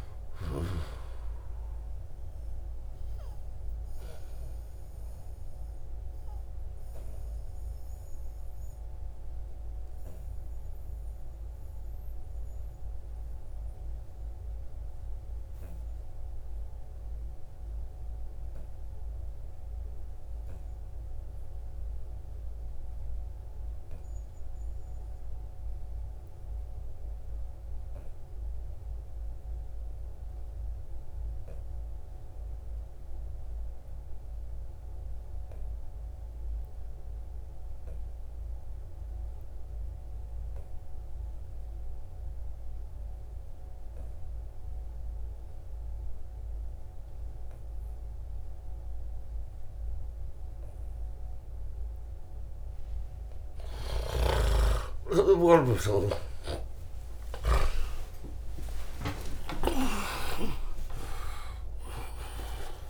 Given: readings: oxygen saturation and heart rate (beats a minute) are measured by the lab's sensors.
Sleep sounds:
breathing in sleep by a room microphone; 1
0.00-17.50 s: oxygen desaturation (device-marked, oxygen 78% lowest, heart rate 60 extreme)
3.50-51.50 s: obstructive apnea (oxygen 93% before, 78% lowest, heart rate 71 before, 61 extreme, up 35 after)
36.50-62.89 s: oxygen desaturation (device-marked, oxygen 95% before, 79% lowest, heart rate 72 before, 61 extreme)
53.00-57.00 s: snoring (device-marked)
53.50-60.00 s: arousal
58.00-60.00 s: long interval between heartbeats (device-marked, heart rate 65 before, 86 extreme)
60.50-62.50 s: long interval between heartbeats (device-marked, heart rate 69 before, 126 extreme)
From the record:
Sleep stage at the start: REM sleep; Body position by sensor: on the back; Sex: male

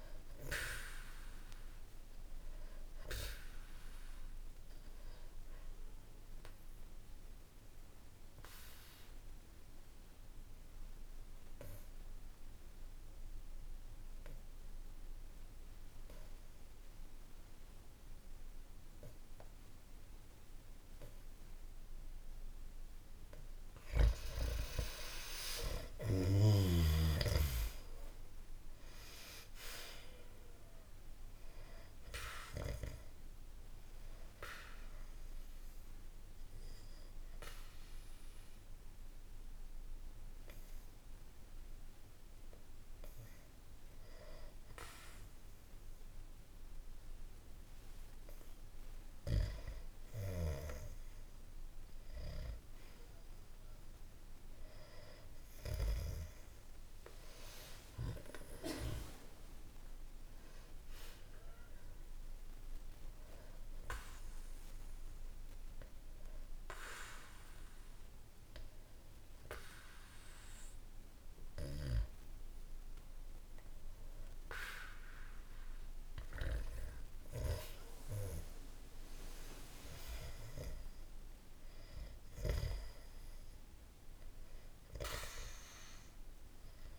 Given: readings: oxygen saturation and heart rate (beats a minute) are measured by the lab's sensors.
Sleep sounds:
breathing in sleep by a room microphone; 3
5.00-16.00 s: oxygen desaturation (device-marked, oxygen 97% before, 92% lowest, heart rate 63 before, 58 extreme)
7.50-23.00 s: obstructive apnea (oxygen 98% before, 92% lowest, heart rate 63 before, 53 extreme, up 0 after)
24.50-29.50 s: arousal
34.50-50.00 s: hypopnea (oxygen 97% before, 93% lowest, heart rate 61 before, 53 extreme, up 13 after)
54.00-59.00 s: arousal
62.00-76.00 s: hypopnea (oxygen 96% before, 93% lowest, heart rate 61 before, 61 extreme, up 5 after)
78.00-82.00 s: arousal
From the record:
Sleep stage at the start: N2 (light sleep); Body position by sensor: on the back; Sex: male

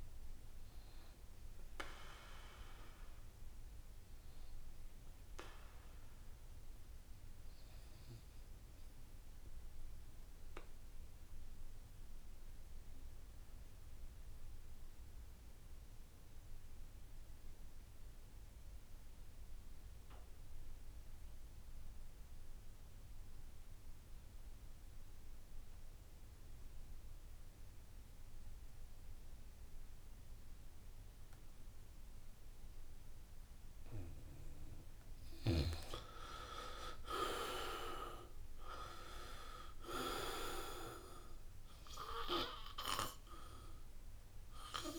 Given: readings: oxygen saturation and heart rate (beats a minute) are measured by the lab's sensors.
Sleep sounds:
breathing in sleep by a room microphone; 1
0.00-9.00 s: oxygen desaturation (device-marked, oxygen 75% lowest, heart rate 68 extreme)
9.00-35.00 s: obstructive apnea (oxygen 91% before, 76% lowest, heart rate 77 before, 65 extreme, up 7 after)
24.00-44.99 s: oxygen desaturation (device-marked, oxygen 96% before, 76% lowest, heart rate 69 before, 65 extreme)
37.00-41.00 s: arousal
From the record:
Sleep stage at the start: N2 (light sleep); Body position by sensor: on the back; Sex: male

